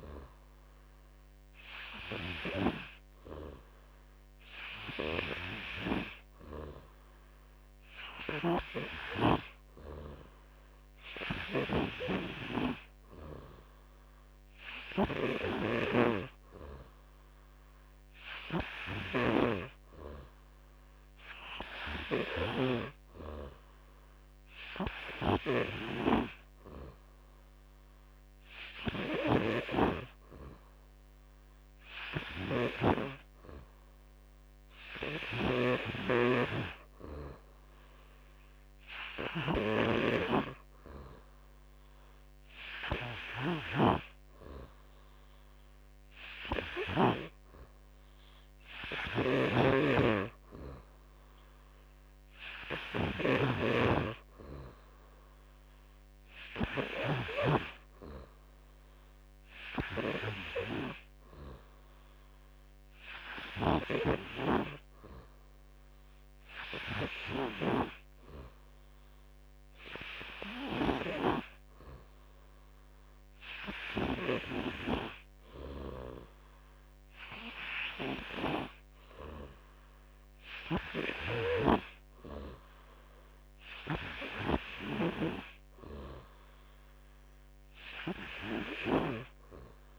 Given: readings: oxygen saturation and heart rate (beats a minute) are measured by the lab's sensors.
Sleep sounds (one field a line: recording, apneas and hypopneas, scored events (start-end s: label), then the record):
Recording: breathing in sleep by a microphone on the trachea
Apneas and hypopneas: none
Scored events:
28.50-36.00 s: snoring (device-marked)
43.00-57.00 s: snoring (device-marked)
From the record:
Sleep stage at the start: N3 (deep sleep)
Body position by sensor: on the back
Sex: male